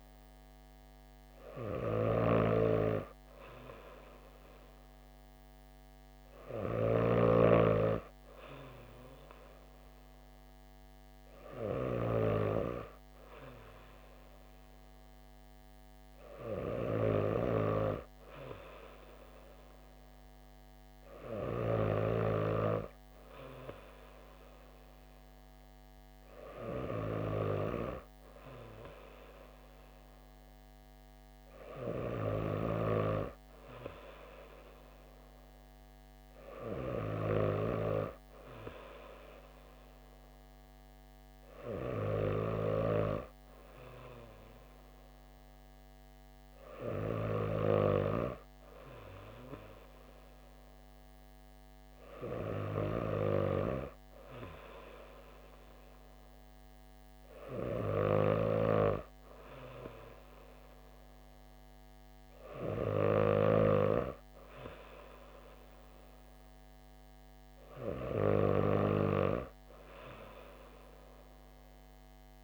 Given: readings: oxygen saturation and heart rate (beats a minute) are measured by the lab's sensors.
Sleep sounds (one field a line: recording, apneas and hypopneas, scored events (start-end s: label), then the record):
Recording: breathing in sleep by a microphone on the trachea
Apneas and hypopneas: none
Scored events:
none scored
From the record:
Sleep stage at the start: N2 (light sleep)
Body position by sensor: on the back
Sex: female